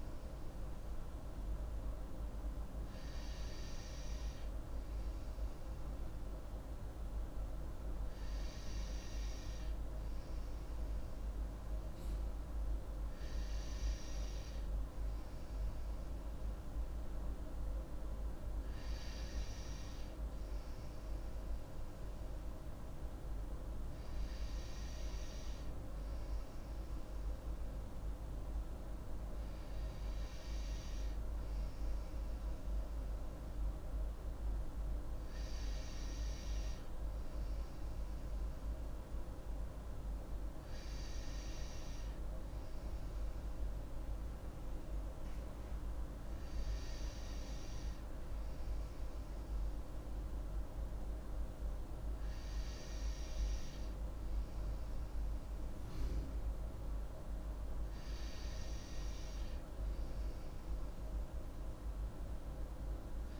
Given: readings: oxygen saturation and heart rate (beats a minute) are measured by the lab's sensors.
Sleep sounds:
breathing in sleep, hard to hear, by a room microphone; none
none scored
From the record:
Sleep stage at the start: N2 (light sleep); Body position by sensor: on the right side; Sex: female

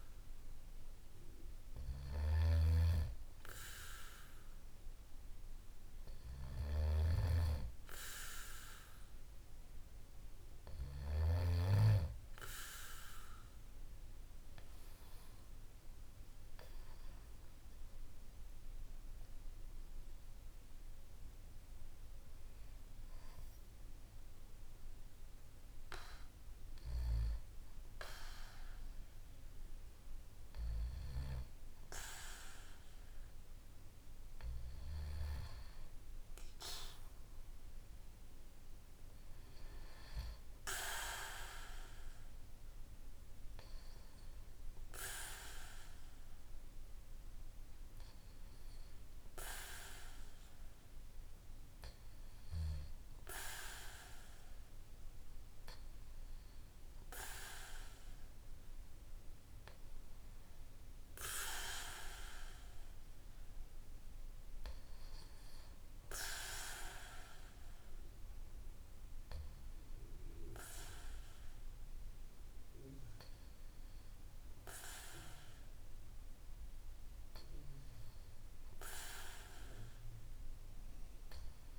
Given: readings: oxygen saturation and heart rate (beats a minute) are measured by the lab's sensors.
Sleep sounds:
breathing in sleep by a room microphone; none
15.50-19.00 s: arousal
From the record:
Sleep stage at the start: N2 (light sleep); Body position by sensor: on the back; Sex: male

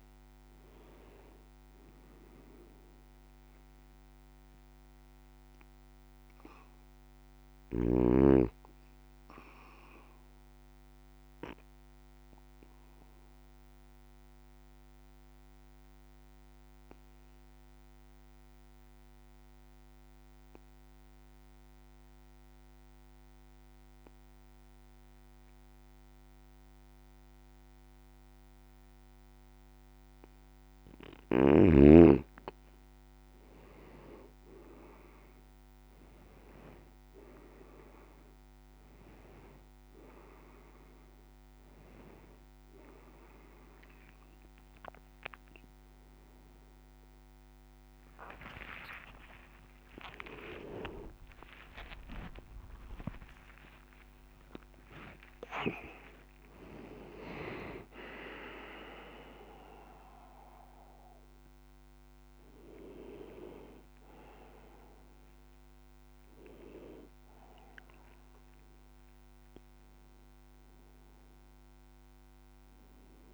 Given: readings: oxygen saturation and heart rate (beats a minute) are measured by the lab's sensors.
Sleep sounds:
a person partly awake in a sleep study, by a microphone on the trachea; 1
9.00-29.50 s: obstructive apnea (oxygen 96% before, 89% lowest)
34.00-64.00 s: new sleep stage, awake
37.00-70.00 s: oxygen desaturation (device-marked, oxygen 96% before, 89% lowest)
64.00-73.34 s: new sleep stage, N1 (lightest sleep)
From the record:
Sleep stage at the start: N2 (light sleep); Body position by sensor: on the back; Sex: male

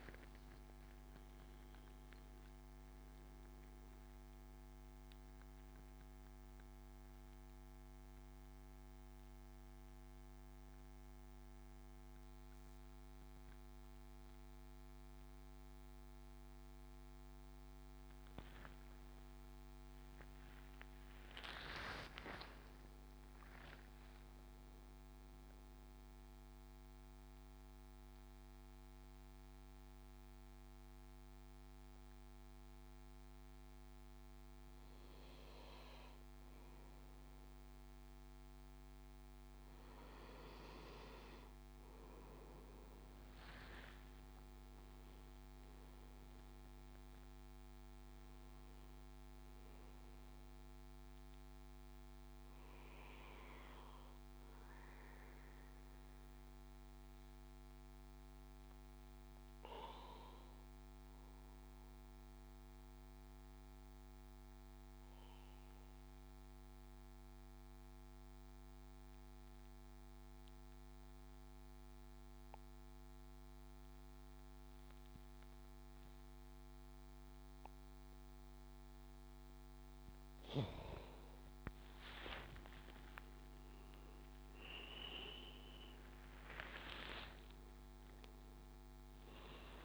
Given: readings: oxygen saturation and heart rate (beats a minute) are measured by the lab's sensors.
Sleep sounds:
a person partly awake in a sleep study, by a microphone on the trachea; 2
0.00-20.00 s: oxygen desaturation (device-marked, oxygen 89% lowest, heart rate 64 extreme)
25.00-89.85 s: new sleep stage, N2 (light sleep)
25.50-39.00 s: mixed apnea (oxygen 100% before, 92% lowest, heart rate 71 before, 64 extreme, up 16 after)
41.00-46.00 s: arousal
61.00-79.00 s: obstructive apnea (oxygen 99% before, 92% lowest, heart rate 74 before, 61 extreme, up 11 after)
71.00-89.85 s: oxygen desaturation (device-marked, oxygen 98% before, 92% lowest, heart rate 69 before, 61 extreme)
80.50-84.50 s: arousal
From the record:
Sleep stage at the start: awake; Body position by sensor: on the back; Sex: male

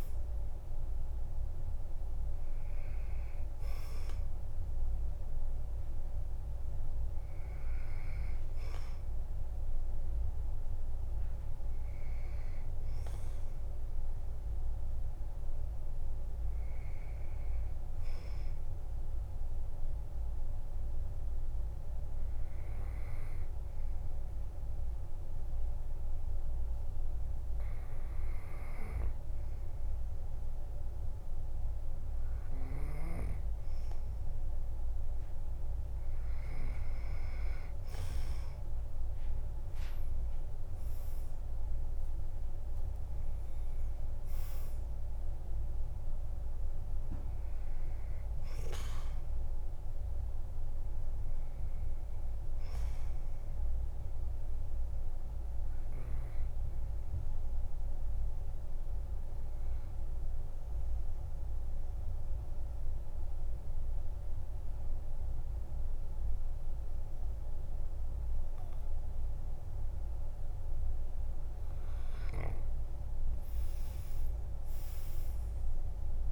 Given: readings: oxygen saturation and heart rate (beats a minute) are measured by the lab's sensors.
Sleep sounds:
breathing in sleep, hard to hear, by a room microphone; 2
15.00-18.50 s: arousal
21.00-34.00 s: hypopnea (oxygen 96% before, 91% lowest, heart rate 56 before, 49 extreme, up 12 after)
39.50-43.00 s: arousal
41.50-62.50 s: oxygen desaturation (device-marked, oxygen 95% before, 92% lowest, heart rate 55 before, 48 extreme)
53.00-71.50 s: obstructive apnea (oxygen 96% before, 90% lowest, heart rate 57 before, 46 extreme, up 14 after)
73.50-76.32 s: oxygen desaturation (device-marked, oxygen 97% before, 90% lowest, heart rate 50 before, 46 extreme)
74.00-76.32 s: arousal
From the record:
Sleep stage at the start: N2 (light sleep); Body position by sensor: on the back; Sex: male

